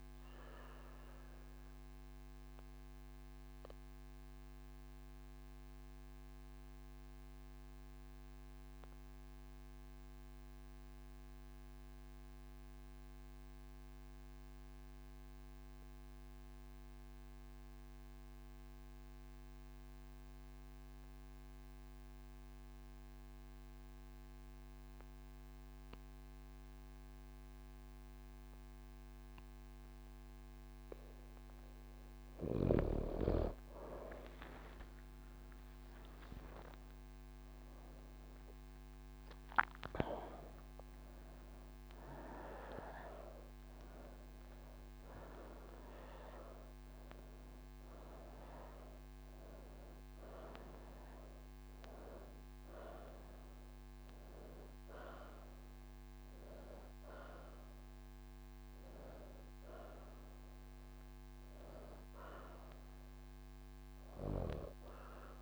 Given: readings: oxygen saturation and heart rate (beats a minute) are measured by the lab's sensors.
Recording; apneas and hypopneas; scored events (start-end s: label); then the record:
breathing in sleep by a microphone on the trachea; none
0.00-5.00 s: oxygen desaturation (device-marked, oxygen 87% lowest)
29.00-61.00 s: oxygen desaturation (device-marked, oxygen 98% before, 92% lowest)
63.00-65.42 s: oxygen desaturation (device-marked, oxygen 93% before, 86% lowest)
From the record:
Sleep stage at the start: N2 (light sleep); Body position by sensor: on the right side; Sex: female